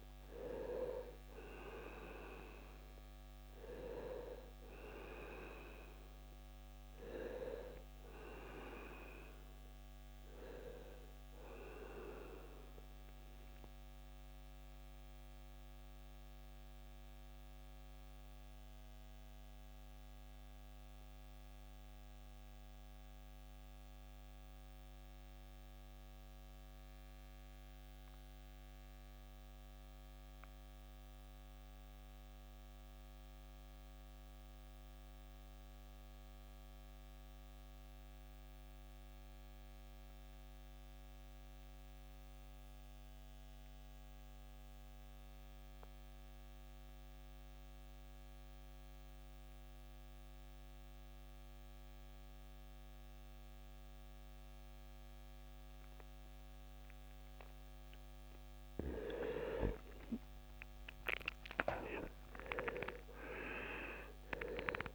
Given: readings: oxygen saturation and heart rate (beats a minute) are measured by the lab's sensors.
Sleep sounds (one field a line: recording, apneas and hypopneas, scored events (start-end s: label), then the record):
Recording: breathing in sleep by a microphone on the trachea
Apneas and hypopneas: 1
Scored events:
0.00-27.00 s: oxygen desaturation (device-marked, oxygen 82% lowest, heart rate 56 extreme)
13.00-57.50 s: mixed apnea (oxygen 95% before, 79% lowest, heart rate 77 before, 52 extreme, up 26 after)
54.00-64.95 s: oxygen desaturation (device-marked, oxygen 98% before, 79% lowest, heart rate 62 before, 42 extreme)
59.50-64.50 s: arousal
From the record:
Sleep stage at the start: N2 (light sleep)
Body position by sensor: on the right side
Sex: male